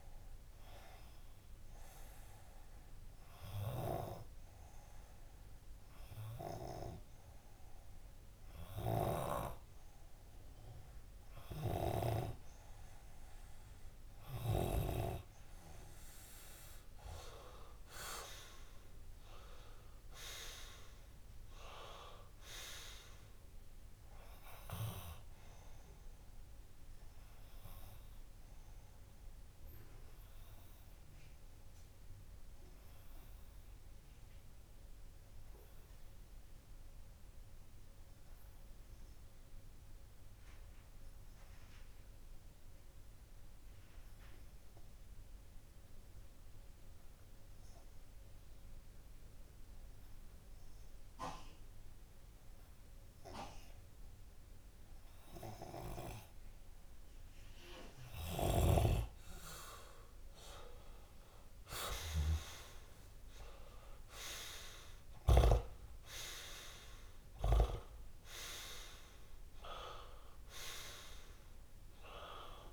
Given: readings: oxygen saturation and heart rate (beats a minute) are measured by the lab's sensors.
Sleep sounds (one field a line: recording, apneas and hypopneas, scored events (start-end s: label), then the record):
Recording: breathing in sleep by a room microphone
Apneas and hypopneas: 2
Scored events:
5.50-16.50 s: obstructive apnea (oxygen 99% before, 90% lowest)
15.00-25.00 s: oxygen desaturation (device-marked, oxygen 95% before, 90% lowest)
18.50-23.00 s: arousal
29.00-59.50 s: obstructive apnea (oxygen 96% before, 92% lowest)
62.00-65.50 s: arousal
From the record:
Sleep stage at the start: N2 (light sleep)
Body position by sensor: on the left side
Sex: male